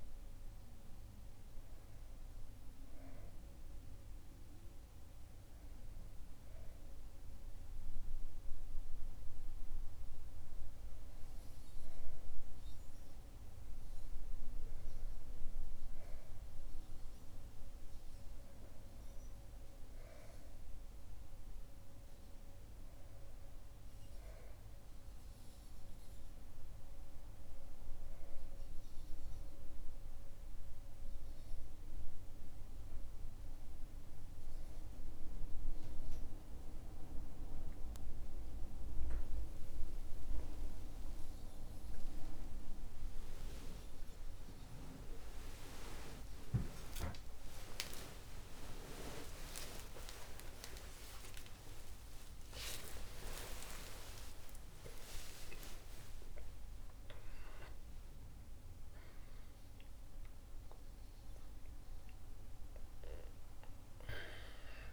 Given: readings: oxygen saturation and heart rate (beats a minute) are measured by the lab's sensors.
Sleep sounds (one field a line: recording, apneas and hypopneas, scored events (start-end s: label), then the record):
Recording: a person partly awake in a sleep study, by a room microphone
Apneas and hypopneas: none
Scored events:
37.50-64.93 s: new sleep stage, awake
From the record:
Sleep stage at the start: REM sleep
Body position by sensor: on the back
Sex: male